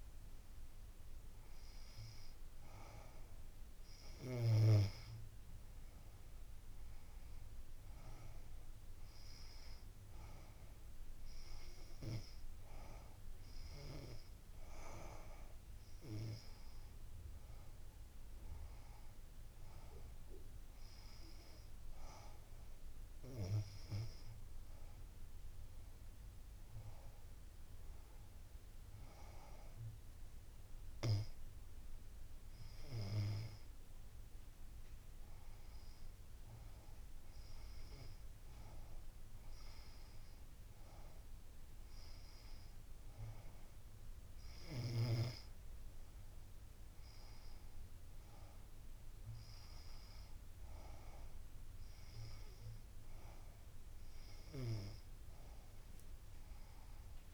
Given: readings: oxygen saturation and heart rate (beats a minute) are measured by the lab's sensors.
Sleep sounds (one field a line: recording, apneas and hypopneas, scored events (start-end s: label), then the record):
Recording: breathing in sleep by a room microphone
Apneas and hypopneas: none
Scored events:
none scored
From the record:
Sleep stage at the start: N2 (light sleep)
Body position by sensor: on the back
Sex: female